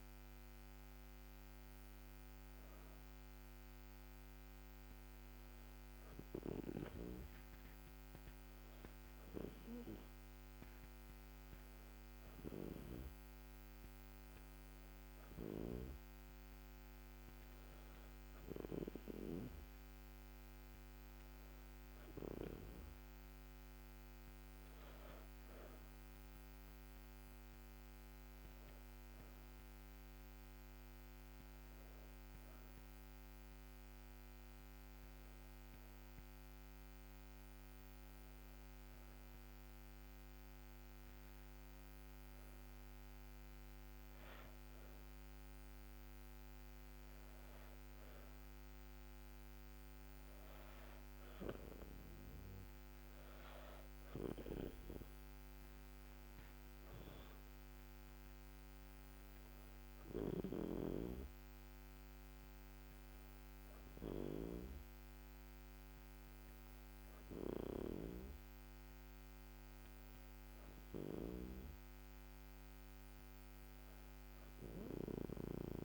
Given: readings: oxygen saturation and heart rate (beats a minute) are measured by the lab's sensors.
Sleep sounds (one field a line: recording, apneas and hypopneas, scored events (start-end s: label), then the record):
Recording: breathing in sleep by a microphone on the trachea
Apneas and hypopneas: none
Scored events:
none scored
From the record:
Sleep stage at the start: N2 (light sleep)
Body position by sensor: on the back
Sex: female